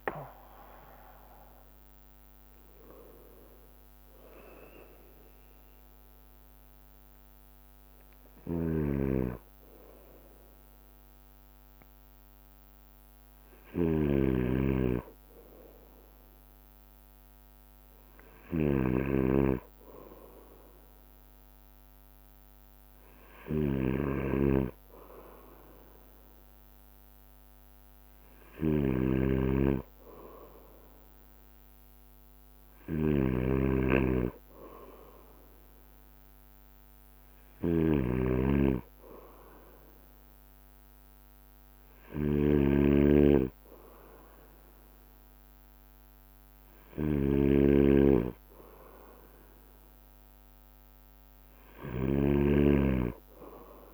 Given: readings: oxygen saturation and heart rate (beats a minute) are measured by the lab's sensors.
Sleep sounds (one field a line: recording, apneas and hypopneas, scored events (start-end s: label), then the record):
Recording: breathing in sleep by a microphone on the trachea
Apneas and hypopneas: none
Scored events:
0.00-1.00 s: long interval between heartbeats (device-marked, heart rate 55 extreme)
0.00-8.00 s: drop in pulse transit time (device-marked, heart rate 37 extreme)
0.00-28.00 s: bradycardia (device-marked)
3.50-5.50 s: long interval between heartbeats (device-marked, heart rate 38 before, 47 extreme)
7.50-9.50 s: long interval between heartbeats (device-marked, heart rate 39 before, 43 extreme)
9.00-53.00 s: snoring (device-marked)
13.50-15.50 s: long interval between heartbeats (device-marked, heart rate 41 before, 43 extreme)
18.50-20.50 s: long interval between heartbeats (device-marked, heart rate 45 before, 53 extreme)
22.50-24.50 s: long interval between heartbeats (device-marked, heart rate 44 before, 45 extreme)
26.50-28.50 s: long interval between heartbeats (device-marked, heart rate 43 before, 37 extreme)
41.00-50.00 s: drop in pulse transit time (device-marked, heart rate 52 before, 59 extreme)
46.00-48.00 s: long interval between heartbeats (device-marked, heart rate 57 before, 61 extreme)
47.00-53.94 s: bradycardia (device-marked, heart rate 46 before, 25 extreme)
51.00-53.00 s: long interval between heartbeats (device-marked, heart rate 60 before, 35 extreme)
From the record:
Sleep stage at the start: N2 (light sleep)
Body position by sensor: on the right side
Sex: male